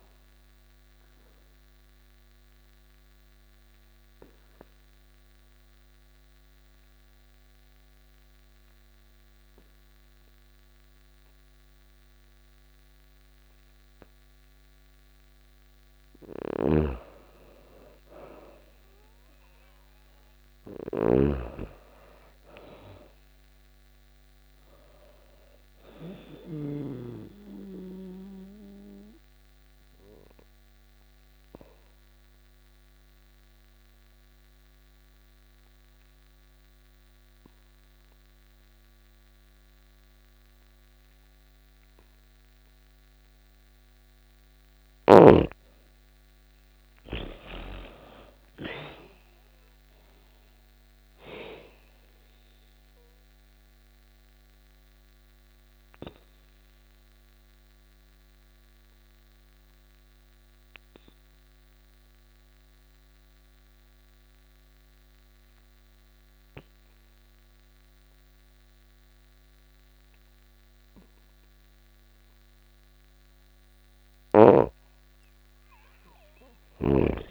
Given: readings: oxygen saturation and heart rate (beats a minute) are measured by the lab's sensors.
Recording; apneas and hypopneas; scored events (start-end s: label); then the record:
breathing in sleep by a microphone on the trachea; 3
0.00-12.50 s: oxygen desaturation (device-marked, oxygen 87% lowest, heart rate 83 extreme)
0.50-14.50 s: obstructive apnea (oxygen 99% before, 87% lowest, heart rate 88 before, 83 extreme, up 5 after)
15.50-26.00 s: snoring (device-marked)
17.00-21.50 s: arousal
22.50-36.50 s: oxygen desaturation (device-marked, oxygen 99% before, 90% lowest, heart rate 86 before, 84 extreme)
27.00-42.50 s: obstructive apnea (oxygen 99% before, 85% lowest, heart rate 86 before, 84 extreme, up 6 after)
44.50-64.50 s: oxygen desaturation (device-marked, oxygen 99% before, 87% lowest, heart rate 86 before, 84 extreme)
45.00-49.50 s: arousal
52.00-72.50 s: obstructive apnea (oxygen 99% before, 85% lowest, heart rate 86 before, 84 extreme, up 5 after)
74.50-77.31 s: arousal
75.50-77.31 s: oxygen desaturation (device-marked, oxygen 99% before, 93% lowest, heart rate 86 before, 86 extreme)
75.50-77.31 s: snoring (device-marked)
From the record:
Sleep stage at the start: N2 (light sleep); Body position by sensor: on the back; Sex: female